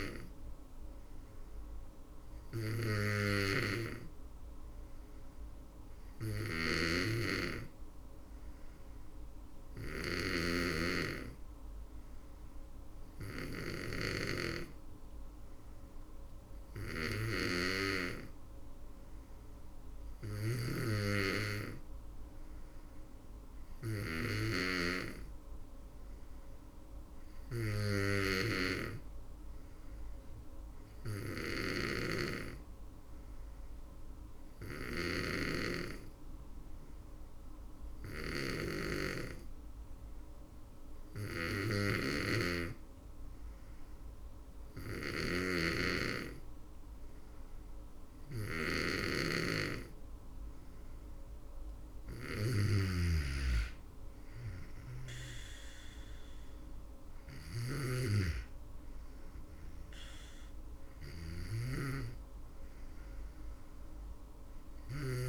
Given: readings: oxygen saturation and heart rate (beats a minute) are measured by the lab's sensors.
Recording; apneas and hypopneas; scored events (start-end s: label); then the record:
breathing in sleep by a room microphone; none
5.50-10.00 s: snoring (device-marked)
41.00-57.00 s: snoring (device-marked)
From the record:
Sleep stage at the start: N2 (light sleep); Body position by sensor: on the back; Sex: female